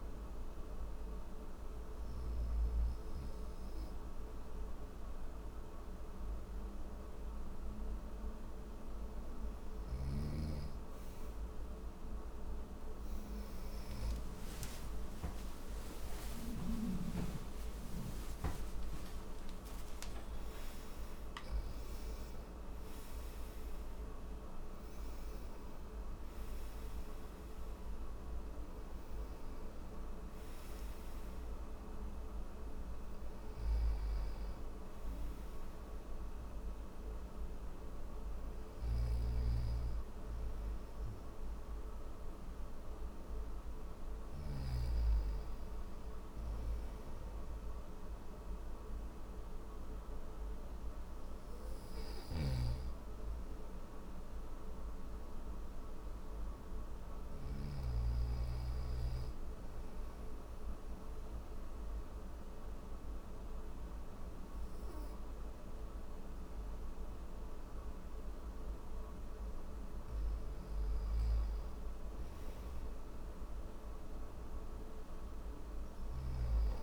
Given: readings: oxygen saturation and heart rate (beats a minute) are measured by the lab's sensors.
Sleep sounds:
breathing in sleep, hard to hear, by a room microphone; none
32.50-43.50 s: snoring (device-marked)
51.00-56.50 s: snoring (device-marked)
70.00-75.50 s: snoring (device-marked)
From the record:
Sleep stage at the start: N1 (lightest sleep); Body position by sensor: on the right side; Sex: male

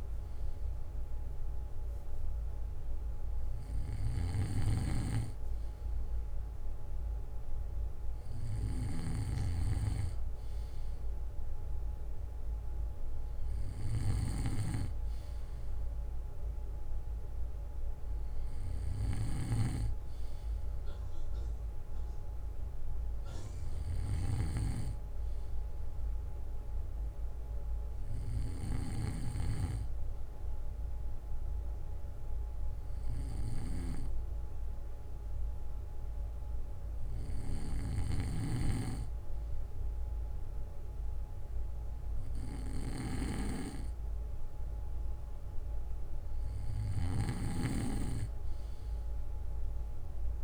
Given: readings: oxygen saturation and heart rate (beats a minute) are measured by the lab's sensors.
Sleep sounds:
breathing in sleep by a room microphone; 1
31.00-46.00 s: hypopnea (oxygen 95% before, 93% lowest, heart rate 65 before, 60 extreme, up 9 after)
47.00-50.44 s: snoring (device-marked)
From the record:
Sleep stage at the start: N2 (light sleep); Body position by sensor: on the back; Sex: male

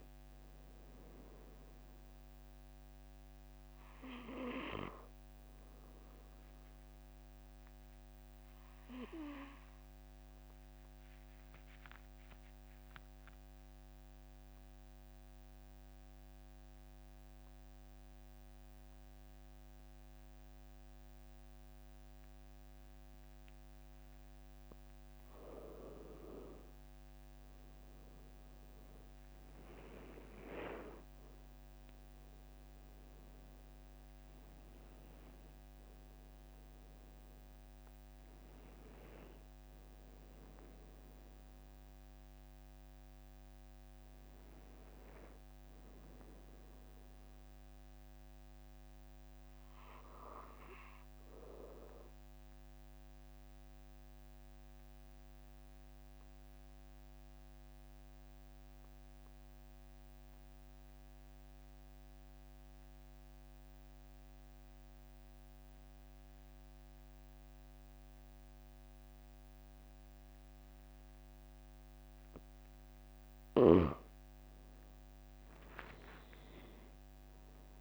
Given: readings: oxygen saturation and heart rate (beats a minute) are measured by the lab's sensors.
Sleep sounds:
breathing in sleep by a microphone on the trachea; 2
7.50-24.00 s: obstructive apnea (oxygen 97% before, 93% lowest, heart rate 45 before, 42 extreme, up 4 after)
26.50-30.50 s: arousal
53.50-72.00 s: obstructive apnea (oxygen 96% before, 93% lowest, heart rate 45 before, 44 extreme, up 4 after)
72.00-77.81 s: new sleep stage, REM sleep
73.50-77.81 s: arousal
From the record:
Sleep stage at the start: N2 (light sleep); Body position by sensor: on the back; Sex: male

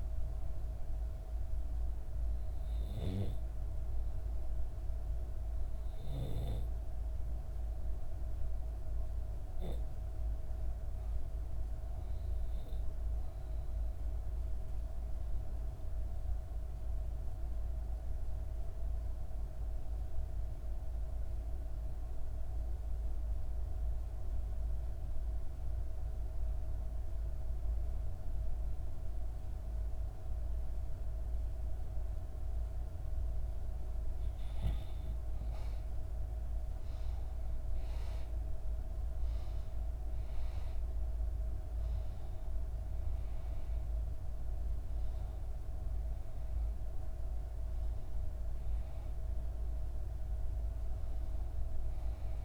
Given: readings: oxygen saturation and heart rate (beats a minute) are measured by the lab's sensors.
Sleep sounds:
breathing in sleep, hard to hear, by a room microphone; 1
13.00-32.50 s: obstructive apnea (oxygen 96% before, 87% lowest, heart rate 63 before, 60 extreme, up 8 after)
19.50-52.45 s: oxygen desaturation (device-marked, oxygen 95% before, 87% lowest, heart rate 63 before, 60 extreme)
34.00-39.00 s: arousal
From the record:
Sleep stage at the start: REM sleep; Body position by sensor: on the back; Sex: female

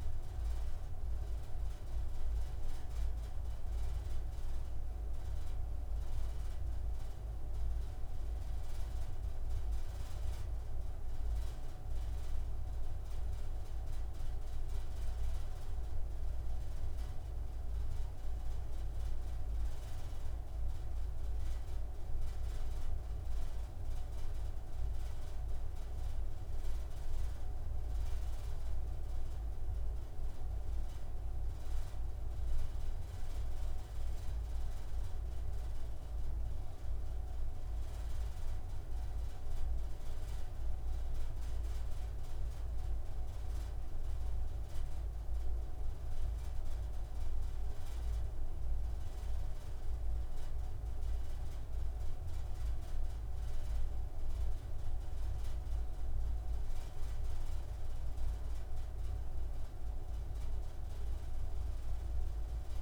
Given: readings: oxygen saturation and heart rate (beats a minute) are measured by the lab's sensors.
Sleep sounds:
breathing in sleep, hard to hear, by a room microphone; none
none scored
From the record:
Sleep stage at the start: N2 (light sleep); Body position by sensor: on the right side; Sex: male

